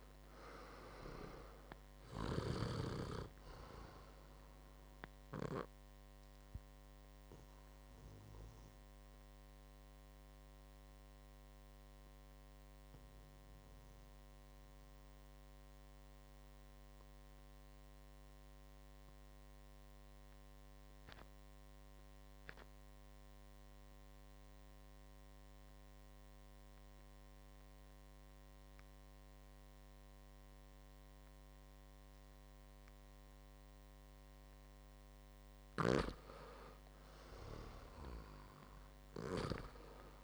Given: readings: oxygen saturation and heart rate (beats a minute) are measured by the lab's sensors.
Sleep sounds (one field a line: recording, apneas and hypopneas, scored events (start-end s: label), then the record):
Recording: breathing in sleep by a microphone on the trachea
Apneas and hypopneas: 1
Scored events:
0.00-24.50 s: oxygen desaturation (device-marked, oxygen 88% lowest, heart rate 55 extreme)
7.50-33.50 s: mixed apnea (oxygen 99% before, 88% lowest, heart rate 65 before, 55 extreme, up 4 after)
35.50-39.50 s: arousal
From the record:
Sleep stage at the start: REM sleep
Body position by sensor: on the right side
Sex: male